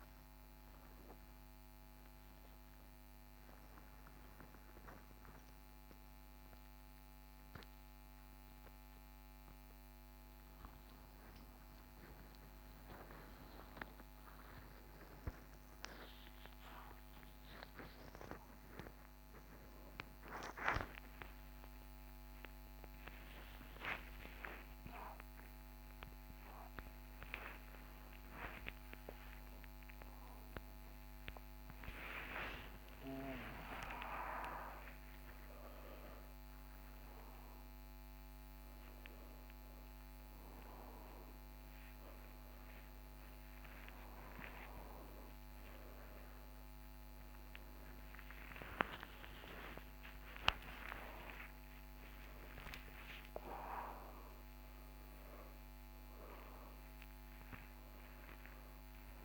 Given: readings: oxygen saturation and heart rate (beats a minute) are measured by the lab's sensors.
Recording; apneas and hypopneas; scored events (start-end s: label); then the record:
a person awake in a sleep study, by a microphone on the trachea; none
none scored
From the record:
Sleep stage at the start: awake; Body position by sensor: on the right side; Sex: male